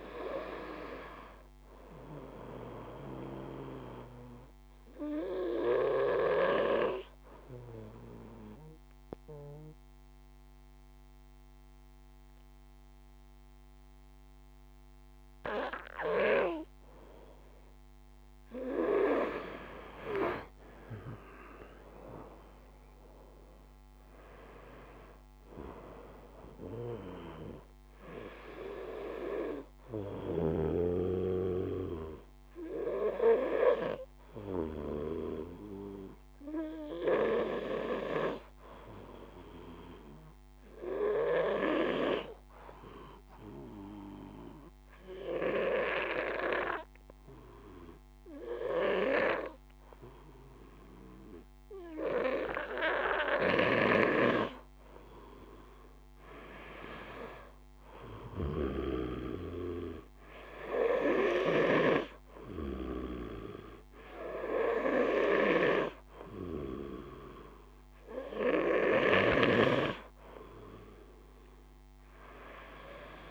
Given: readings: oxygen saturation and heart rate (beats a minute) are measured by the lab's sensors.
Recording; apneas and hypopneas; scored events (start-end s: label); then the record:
breathing in sleep by a microphone on the trachea; 2
7.50-17.50 s: obstructive apnea (oxygen 96% before, 94% lowest, heart rate 55 before, 51 extreme, up 5 after)
21.50-24.50 s: arousal
42.00-54.50 s: obstructive apnea (oxygen 97% before, 93% lowest, heart rate 54 before, 50 extreme, up 1 after)
52.50-61.00 s: snoring (device-marked)
56.50-60.00 s: arousal
From the record:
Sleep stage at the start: N2 (light sleep); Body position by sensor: on the back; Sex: male